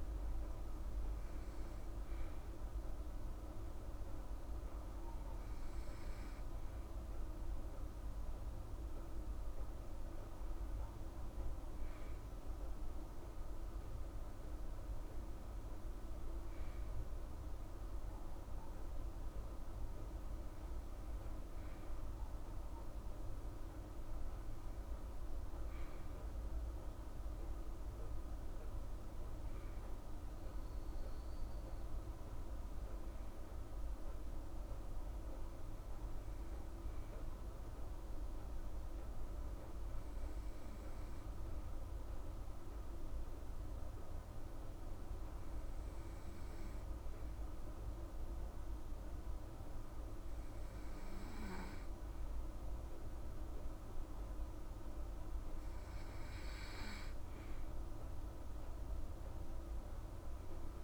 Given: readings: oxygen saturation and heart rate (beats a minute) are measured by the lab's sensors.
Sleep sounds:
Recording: breathing in sleep, hard to hear, by a room microphone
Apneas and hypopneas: none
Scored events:
none scored
From the record:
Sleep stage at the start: N2 (light sleep)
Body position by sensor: on the right side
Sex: female

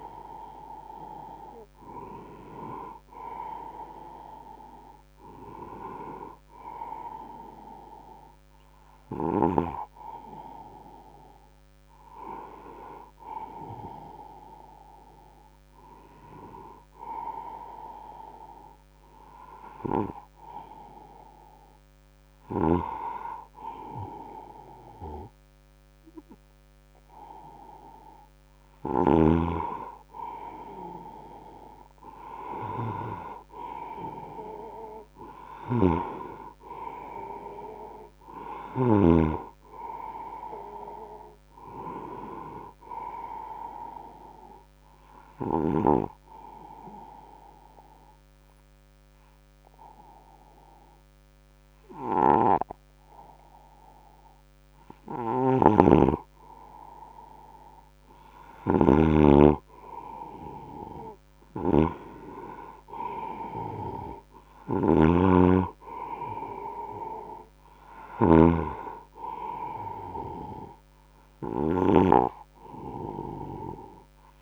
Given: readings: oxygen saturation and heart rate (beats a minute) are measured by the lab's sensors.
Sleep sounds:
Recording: breathing in sleep by a microphone on the trachea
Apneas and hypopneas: 1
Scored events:
32.00-36.00 s: arousal
35.00-39.00 s: snoring (device-marked)
45.50-57.00 s: obstructive apnea (oxygen 96% before, 93% lowest, heart rate 76 before, 71 extreme, up 8 after)
55.00-74.41 s: snoring (device-marked)
58.50-62.50 s: arousal
65.00-74.41 s: oxygen desaturation (device-marked, oxygen 96% before, 93% lowest, heart rate 73 before, 71 extreme)
From the record:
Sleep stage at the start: N1 (lightest sleep)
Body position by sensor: on the right side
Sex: male

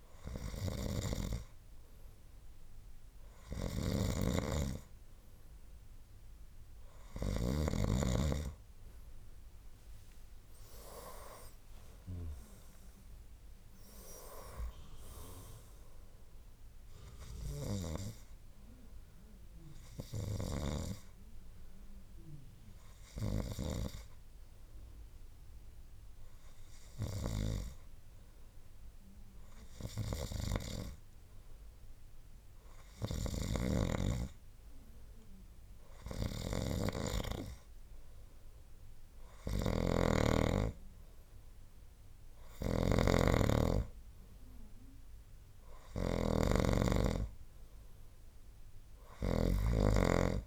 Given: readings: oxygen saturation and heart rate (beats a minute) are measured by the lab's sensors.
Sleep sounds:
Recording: breathing in sleep by a room microphone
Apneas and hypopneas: none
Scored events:
4.00-7.50 s: snoring (device-marked)
11.50-15.00 s: arousal
33.00-50.47 s: snoring (device-marked)
From the record:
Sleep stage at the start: N2 (light sleep)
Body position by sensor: on the right side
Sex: male

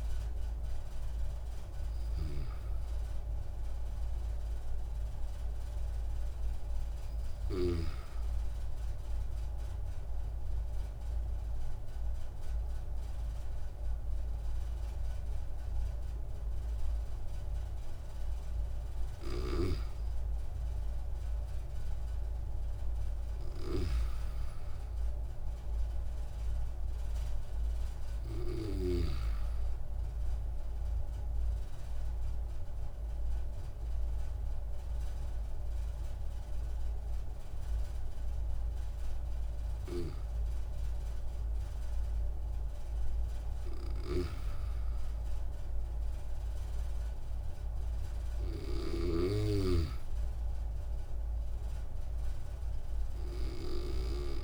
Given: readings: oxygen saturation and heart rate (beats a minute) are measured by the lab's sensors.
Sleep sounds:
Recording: breathing in sleep by a room microphone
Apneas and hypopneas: 2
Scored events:
0.00-1.50 s: oxygen desaturation (device-marked, oxygen 86% lowest)
3.00-6.50 s: arousal
9.50-19.50 s: obstructive apnea (oxygen 98% before, 94% lowest)
21.50-27.00 s: arousal
31.50-44.00 s: hypopnea (oxygen 98% before, 91% lowest, heart rate 78 before, 48 extreme, up 42 after)
45.50-49.00 s: arousal
From the record:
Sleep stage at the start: N1 (lightest sleep)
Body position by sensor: on the back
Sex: male

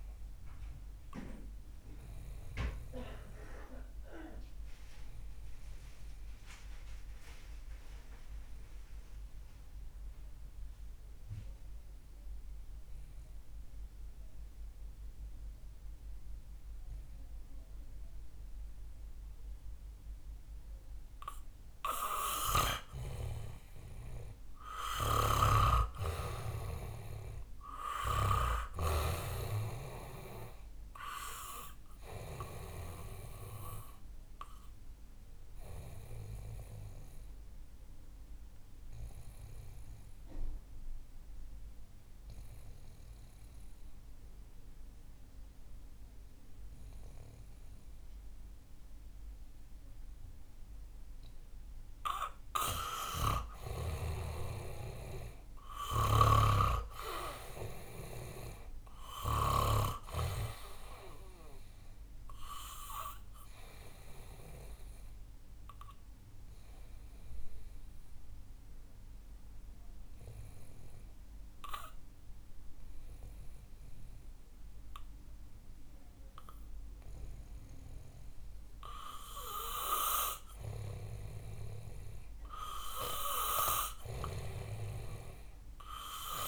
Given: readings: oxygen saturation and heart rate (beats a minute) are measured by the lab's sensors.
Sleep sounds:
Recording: breathing in sleep by a room microphone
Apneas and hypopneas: 3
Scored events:
0.00-16.00 s: oxygen desaturation (device-marked, oxygen 88% lowest, heart rate 61 extreme)
0.50-21.50 s: obstructive apnea (oxygen 97% before, 88% lowest, heart rate 68 before, 61 extreme, up 12 after)
23.50-26.50 s: arousal
29.00-53.00 s: oxygen desaturation (device-marked, oxygen 98% before, 88% lowest, heart rate 63 before, 62 extreme)
32.00-51.00 s: obstructive apnea (oxygen 98% before, 88% lowest, heart rate 65 before, 62 extreme, up 9 after)
54.50-58.50 s: arousal
56.50-60.00 s: snoring (device-marked)
64.00-81.00 s: oxygen desaturation (device-marked, oxygen 98% before, 89% lowest, heart rate 67 before, 62 extreme)
65.00-80.00 s: obstructive apnea (oxygen 98% before, 89% lowest, heart rate 68 before, 62 extreme, up 5 after)
84.00-86.48 s: arousal
From the record:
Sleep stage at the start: N2 (light sleep)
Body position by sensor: on the back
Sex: male

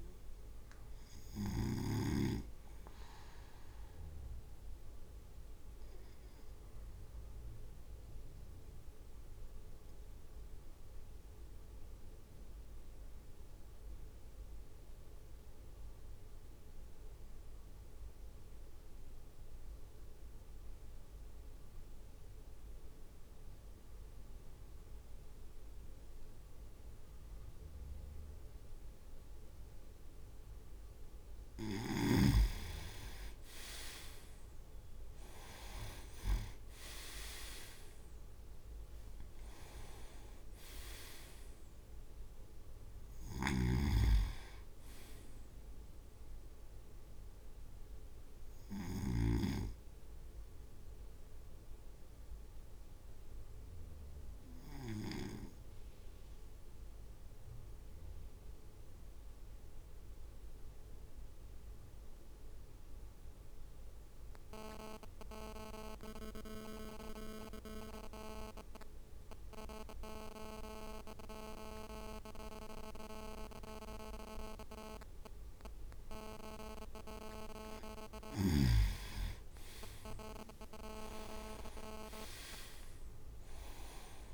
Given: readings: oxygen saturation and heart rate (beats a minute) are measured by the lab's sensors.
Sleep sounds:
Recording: breathing in sleep by a room microphone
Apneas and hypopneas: 2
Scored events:
0.00-5.50 s: drop in pulse transit time (device-marked, heart rate 55 extreme)
5.00-30.50 s: obstructive apnea (oxygen 99% before, 95% lowest, heart rate 57 before, 52 extreme, up 6 after)
33.50-37.00 s: arousal
36.50-48.50 s: drop in pulse transit time (device-marked, heart rate 54 before, 55 extreme)
43.00-49.50 s: snoring (device-marked)
50.00-77.00 s: obstructive apnea (oxygen 99% before, 95% lowest, heart rate 57 before, 51 extreme, up 5 after)
79.00-82.50 s: arousal
80.00-83.00 s: leg movement (device-marked)
81.50-84.33 s: drop in pulse transit time (device-marked, heart rate 55 before, 53 extreme)
From the record:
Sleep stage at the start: N2 (light sleep)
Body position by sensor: on the right side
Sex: male

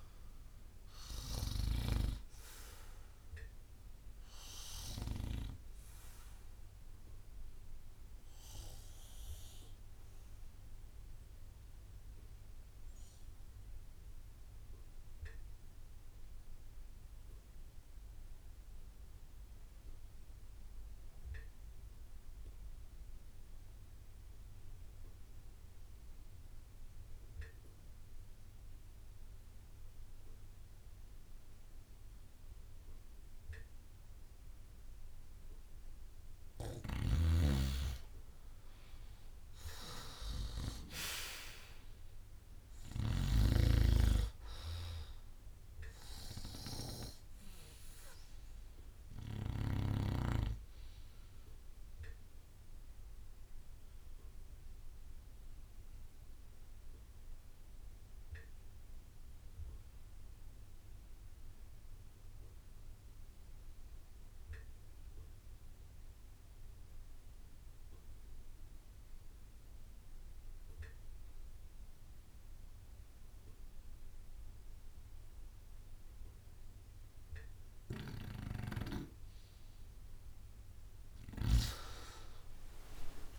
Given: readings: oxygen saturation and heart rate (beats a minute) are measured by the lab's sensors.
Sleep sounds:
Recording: breathing in sleep by a room microphone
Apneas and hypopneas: 2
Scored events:
0.00-17.00 s: bradycardia (device-marked)
0.00-19.00 s: oxygen desaturation (device-marked, oxygen 86% lowest)
6.00-35.00 s: obstructive apnea (oxygen 99% before, 86% lowest)
37.00-43.50 s: snoring (device-marked)
38.50-42.50 s: arousal
44.00-83.39 s: new sleep stage, REM sleep
47.00-62.00 s: oxygen desaturation (device-marked, oxygen 97% before, 90% lowest)
53.00-78.50 s: obstructive apnea (oxygen 100% before, 86% lowest)
75.00-83.39 s: oxygen desaturation (device-marked, oxygen 98% before, 86% lowest)
From the record:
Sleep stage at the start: N2 (light sleep)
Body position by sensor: on the right side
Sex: male

